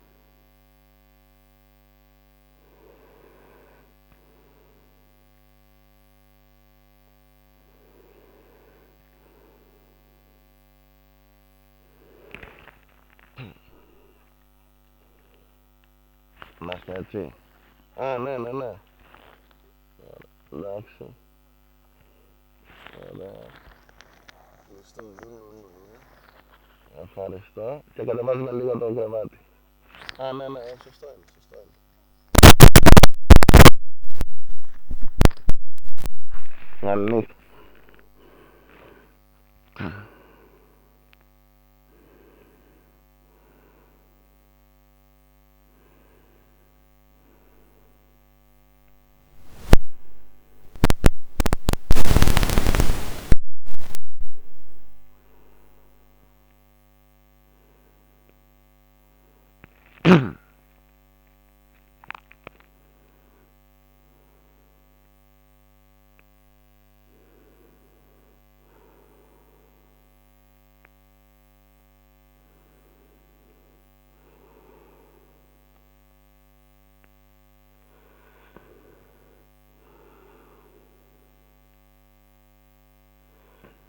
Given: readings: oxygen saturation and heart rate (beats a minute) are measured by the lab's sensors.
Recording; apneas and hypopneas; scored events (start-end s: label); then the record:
a person awake in a sleep study, by a microphone on the trachea; none
15.00-40.00 s: tachycardia (device-marked, heart rate 47 before, 199 extreme)
60.00-83.88 s: new sleep stage, N1 (lightest sleep)
From the record:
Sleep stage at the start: awake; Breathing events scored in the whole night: 485 in 5.8 hours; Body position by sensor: on the front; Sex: male